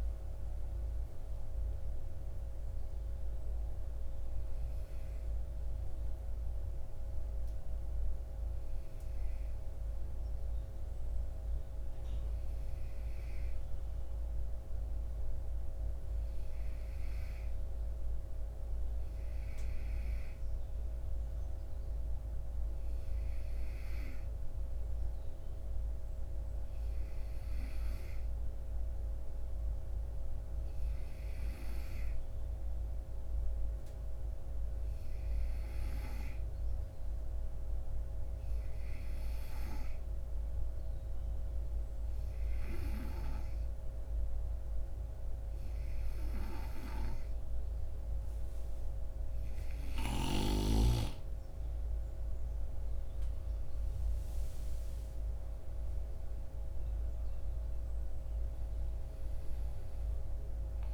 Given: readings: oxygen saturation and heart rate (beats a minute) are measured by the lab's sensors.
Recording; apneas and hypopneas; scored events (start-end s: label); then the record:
breathing in sleep, hard to hear, by a room microphone; 1
0.00-11.50 s: oxygen desaturation (device-marked, oxygen 89% lowest, heart rate 49 extreme)
1.50-50.50 s: hypopnea (oxygen 94% before, 89% lowest, heart rate 61 before, 49 extreme, up 7 after)
35.50-56.50 s: oxygen desaturation (device-marked, oxygen 96% before, 92% lowest, heart rate 54 before, 53 extreme)
54.50-58.50 s: arousal
From the record:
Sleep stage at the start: N2 (light sleep); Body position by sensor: on the right side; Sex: male